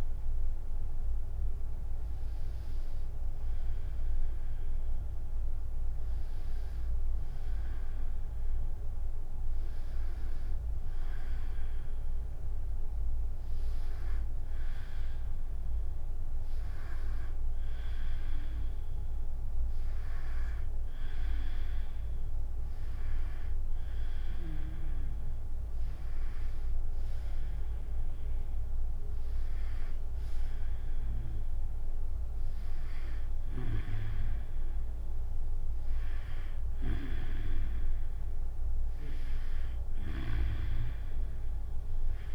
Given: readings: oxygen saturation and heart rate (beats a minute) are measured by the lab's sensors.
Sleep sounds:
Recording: a person partly awake in a sleep study, by a room microphone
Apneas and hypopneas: none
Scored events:
2.00-32.00 s: new sleep stage, N1 (lightest sleep)
32.00-42.35 s: new sleep stage, N2 (light sleep)
40.00-42.00 s: tachycardia (device-marked, heart rate 81 before, 99 extreme)
From the record:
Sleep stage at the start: awake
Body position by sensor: on the back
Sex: female

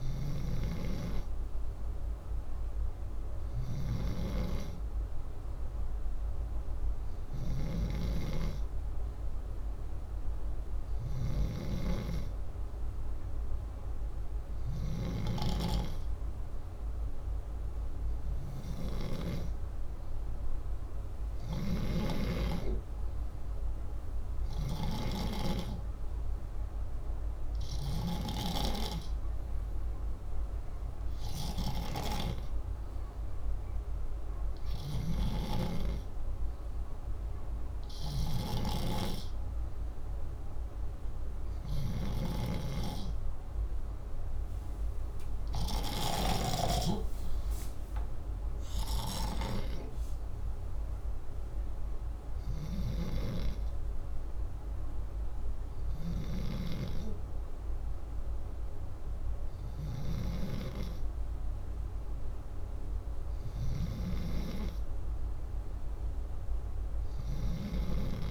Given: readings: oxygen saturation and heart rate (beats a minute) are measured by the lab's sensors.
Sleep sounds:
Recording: breathing in sleep by a room microphone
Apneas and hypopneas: none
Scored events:
21.00-24.50 s: snoring (device-marked)
41.50-46.00 s: snoring (device-marked)
63.50-67.50 s: snoring (device-marked)
From the record:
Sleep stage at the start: N2 (light sleep)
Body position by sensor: upright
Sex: male

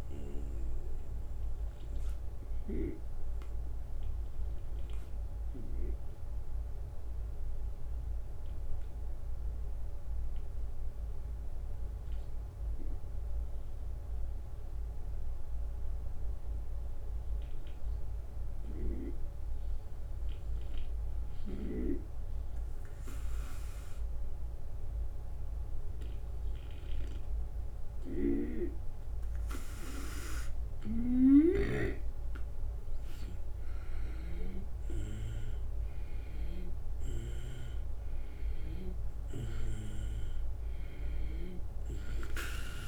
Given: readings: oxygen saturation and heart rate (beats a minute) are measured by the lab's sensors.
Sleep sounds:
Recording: breathing in sleep by a room microphone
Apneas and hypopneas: 1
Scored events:
0.00-14.50 s: oxygen desaturation (device-marked, oxygen 92% lowest, heart rate 74 extreme)
2.00-5.50 s: snoring (device-marked)
2.00-30.00 s: obstructive apnea (oxygen 97% before, 90% lowest, heart rate 80 before, 75 extreme, up 3 after)
18.00-21.50 s: snoring (device-marked)
25.50-42.88 s: oxygen desaturation (device-marked, oxygen 98% before, 92% lowest, heart rate 76 before, 76 extreme)
27.50-31.50 s: snoring (device-marked)
32.50-42.88 s: drop in pulse transit time (device-marked, heart rate 78 before, 79 extreme)
33.00-38.00 s: arousal
33.50-38.50 s: snoring (device-marked)
40.50-42.88 s: snoring (device-marked)
From the record:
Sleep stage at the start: N2 (light sleep)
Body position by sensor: on the right side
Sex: male

